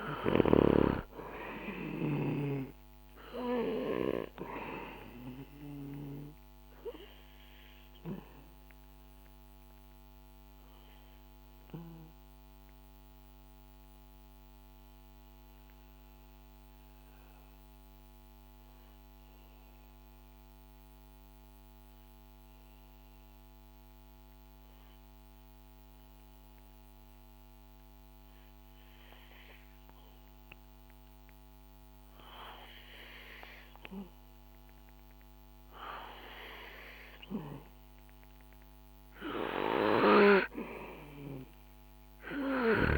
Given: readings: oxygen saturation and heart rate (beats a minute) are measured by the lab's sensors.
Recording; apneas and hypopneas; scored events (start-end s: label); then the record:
breathing in sleep by a microphone on the trachea; 1
0.00-1.50 s: arousal
0.00-24.00 s: oxygen desaturation (device-marked, oxygen 90% lowest, heart rate 59 extreme)
7.50-38.50 s: mixed apnea (oxygen 98% before, 90% lowest, heart rate 64 before, 59 extreme, up 6 after)
40.50-42.98 s: arousal
From the record:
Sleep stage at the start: N2 (light sleep); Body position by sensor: on the back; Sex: male